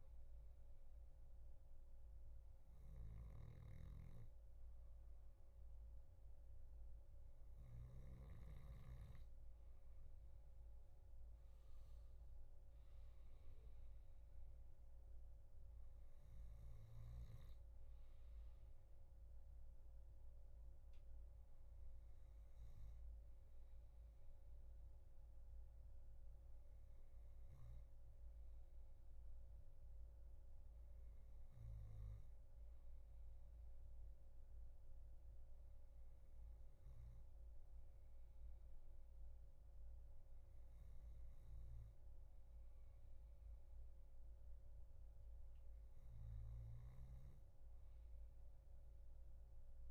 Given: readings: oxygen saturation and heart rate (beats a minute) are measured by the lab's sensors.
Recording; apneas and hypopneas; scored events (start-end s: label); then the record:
breathing in sleep, hard to hear, by a room microphone; none
0.00-8.00 s: snoring (device-marked)
46.50-49.91 s: snoring (device-marked)
From the record:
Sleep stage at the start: N2 (light sleep); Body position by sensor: on the back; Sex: male